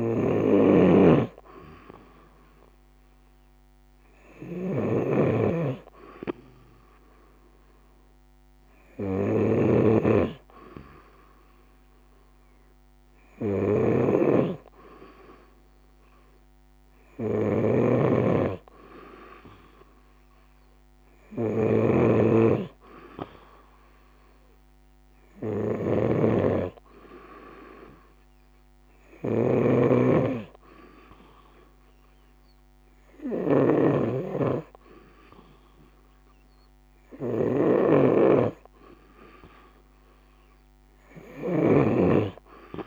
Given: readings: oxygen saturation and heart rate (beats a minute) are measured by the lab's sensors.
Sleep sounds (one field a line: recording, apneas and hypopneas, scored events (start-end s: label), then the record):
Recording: breathing in sleep by a microphone on the trachea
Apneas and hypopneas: none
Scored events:
0.00-42.87 s: snoring (device-marked)
From the record:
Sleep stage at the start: N2 (light sleep)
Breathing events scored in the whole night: 125 in 4.8 hours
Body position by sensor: on the right side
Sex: female